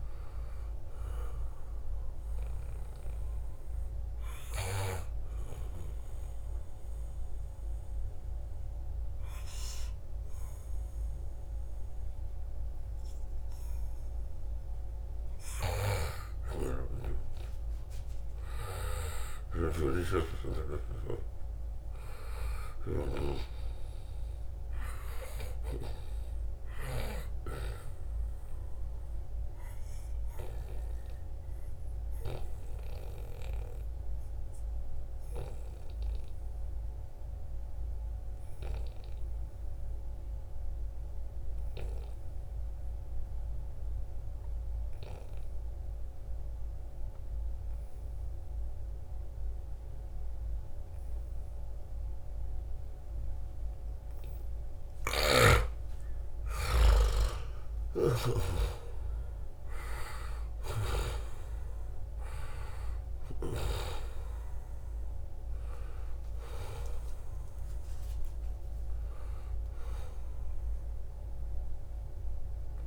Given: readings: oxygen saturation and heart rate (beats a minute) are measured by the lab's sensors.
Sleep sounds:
breathing in sleep by a room microphone; 2
0.00-10.50 s: oxygen desaturation (device-marked, oxygen 87% lowest, heart rate 70 extreme)
5.50-15.50 s: mixed apnea (oxygen 96% before, 89% lowest, heart rate 81 before, 74 extreme, up 5 after)
17.50-23.50 s: arousal
19.00-23.00 s: snoring (device-marked)
30.00-54.50 s: obstructive apnea (oxygen 97% before, 89% lowest, heart rate 78 before, 69 extreme, up 6 after)
43.50-72.87 s: oxygen desaturation (device-marked, oxygen 96% before, 89% lowest, heart rate 78 before, 69 extreme)
56.00-60.50 s: arousal
From the record:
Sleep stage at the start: N2 (light sleep); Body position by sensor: on the right side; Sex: male

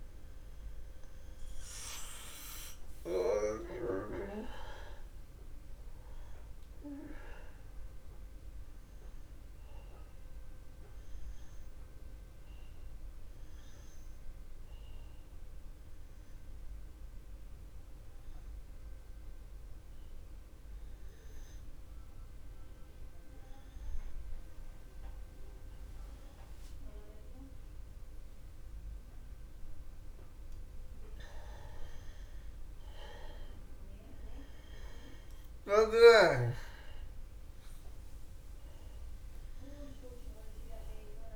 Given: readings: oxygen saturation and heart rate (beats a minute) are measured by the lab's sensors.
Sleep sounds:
breathing in sleep by a room microphone; 1
10.50-31.00 s: obstructive apnea (oxygen 95% before, 86% lowest, heart rate 63 before, 62 extreme, up 1 after)
21.00-33.00 s: oxygen desaturation (device-marked, oxygen 95% before, 92% lowest, heart rate 63 before, 62 extreme)
31.50-35.00 s: arousal
From the record:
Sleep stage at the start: N1 (lightest sleep); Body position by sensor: on the back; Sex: male

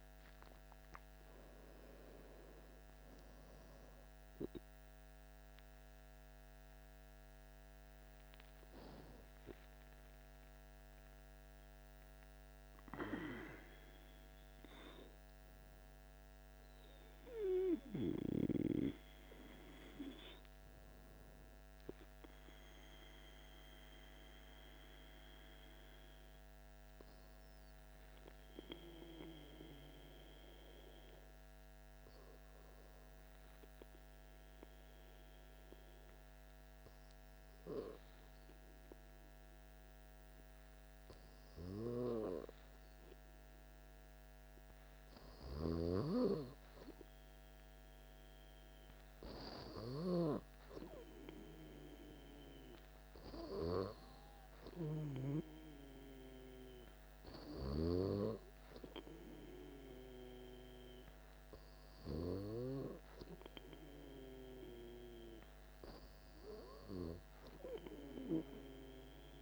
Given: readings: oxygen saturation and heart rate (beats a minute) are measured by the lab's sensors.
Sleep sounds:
breathing in sleep by a microphone on the trachea; 1
27.50-41.50 s: obstructive apnea (oxygen 98% before, 96% lowest, heart rate 58 before, 58 extreme, up 1 after)
43.00-46.50 s: arousal
From the record:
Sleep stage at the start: N2 (light sleep); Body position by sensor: on the back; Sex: male

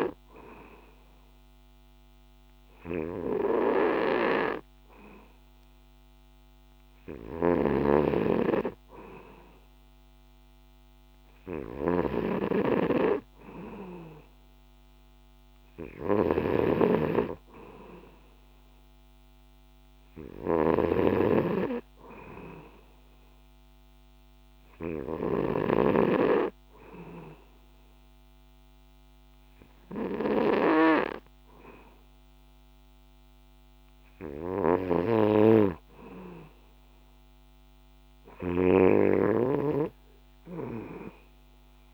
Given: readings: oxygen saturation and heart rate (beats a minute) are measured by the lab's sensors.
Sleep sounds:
breathing in sleep by a microphone on the trachea; none
7.00-41.93 s: snoring (device-marked)
From the record:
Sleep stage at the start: N2 (light sleep); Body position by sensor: on the back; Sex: male

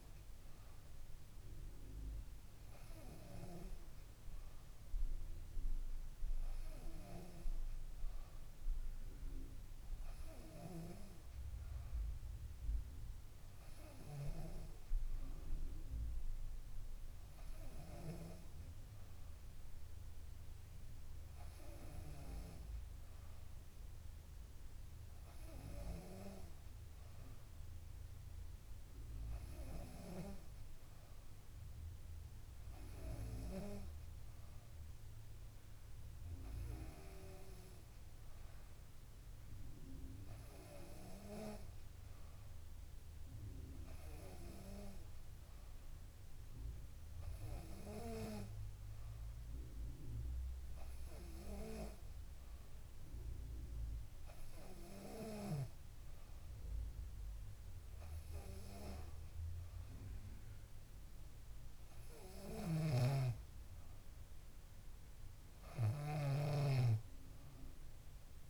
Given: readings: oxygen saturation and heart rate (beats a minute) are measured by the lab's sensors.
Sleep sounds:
breathing in sleep by a room microphone; none
62.50-68.50 s: snoring (device-marked)
From the record:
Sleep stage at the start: N2 (light sleep); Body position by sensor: on the back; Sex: female

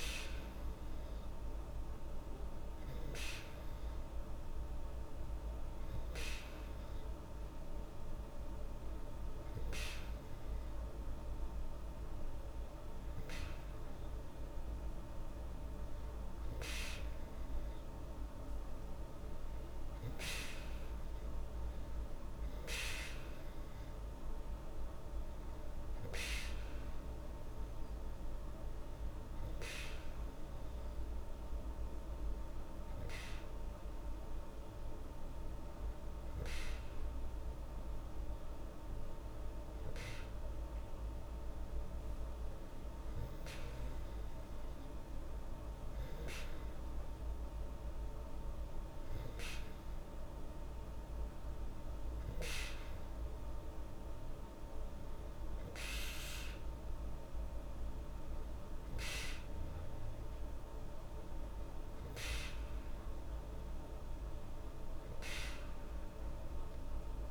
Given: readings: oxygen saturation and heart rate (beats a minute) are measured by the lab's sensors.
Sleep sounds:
breathing in sleep by a room microphone; none
none scored
From the record:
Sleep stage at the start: N2 (light sleep); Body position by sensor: on the back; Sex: female

